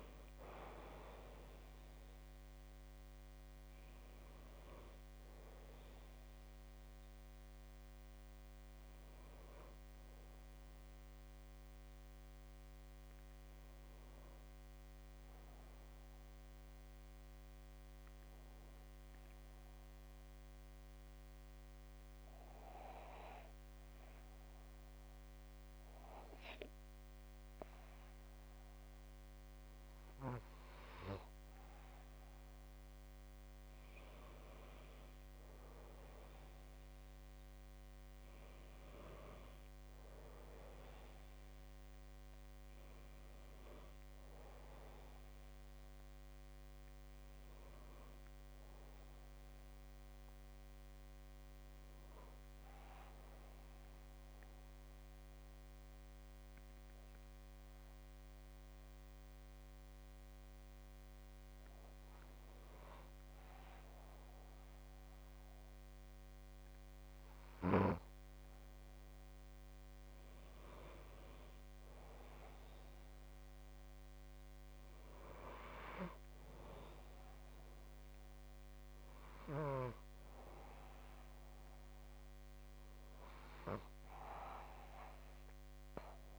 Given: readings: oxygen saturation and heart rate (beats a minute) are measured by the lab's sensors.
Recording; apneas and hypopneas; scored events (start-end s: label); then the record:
breathing in sleep by a microphone on the trachea; 2
20.00-31.50 s: hypopnea (oxygen 96% before, 94% lowest, heart rate 61 before, 61 extreme, up 1 after)
34.50-38.50 s: arousal
53.50-64.50 s: hypopnea (oxygen 97% before, 93% lowest, heart rate 63 before, 61 extreme, up 1 after)
69.00-72.50 s: arousal
From the record:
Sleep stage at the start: N2 (light sleep); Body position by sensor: on the back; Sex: male